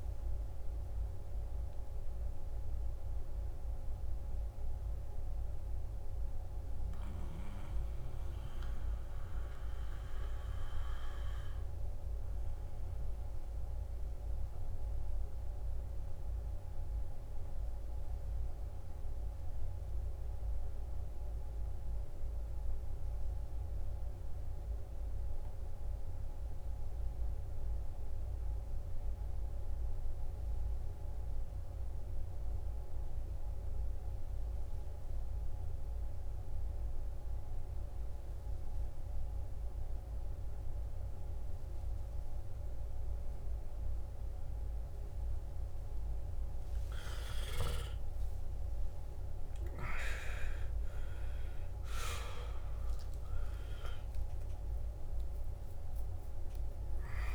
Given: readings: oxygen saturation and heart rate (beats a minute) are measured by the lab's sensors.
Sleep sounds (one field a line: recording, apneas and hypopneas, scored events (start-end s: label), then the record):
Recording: breathing in sleep, hard to hear, by a room microphone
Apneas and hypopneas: 1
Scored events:
0.00-25.00 s: oxygen desaturation (device-marked, oxygen 90% lowest, heart rate 53 extreme)
2.00-45.50 s: hypopnea (oxygen 99% before, 89% lowest, heart rate 64 before, 53 extreme, up 12 after)
36.00-57.35 s: new sleep stage, N1 (lightest sleep)
41.00-57.35 s: oxygen desaturation (device-marked, oxygen 98% before, 89% lowest, heart rate 57 before, 53 extreme)
From the record:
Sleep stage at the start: N2 (light sleep)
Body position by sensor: on the back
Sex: male